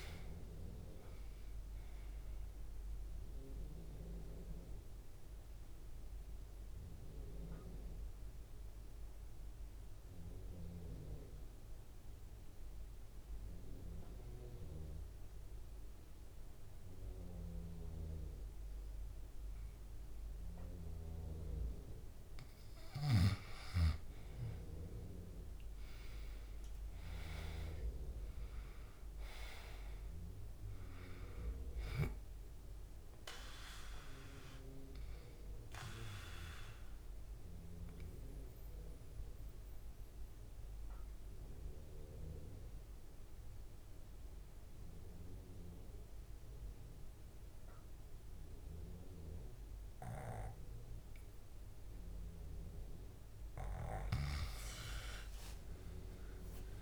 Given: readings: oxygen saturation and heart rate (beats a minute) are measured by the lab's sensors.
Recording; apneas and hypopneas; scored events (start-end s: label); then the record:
breathing in sleep by a room microphone; 2
4.00-21.00 s: mixed apnea (oxygen 98% before, 88% lowest, heart rate 68 before, 60 extreme, up 11 after)
11.00-31.00 s: oxygen desaturation (device-marked, oxygen 96% before, 88% lowest, heart rate 70 before, 60 extreme)
24.00-28.00 s: arousal
33.00-56.00 s: oxygen desaturation (device-marked, oxygen 99% before, 89% lowest, heart rate 66 before, 63 extreme)
35.00-52.50 s: mixed apnea (oxygen 99% before, 89% lowest, heart rate 67 before, 63 extreme, up 9 after)
55.00-56.82 s: arousal
From the record:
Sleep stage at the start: N2 (light sleep); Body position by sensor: on the back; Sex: male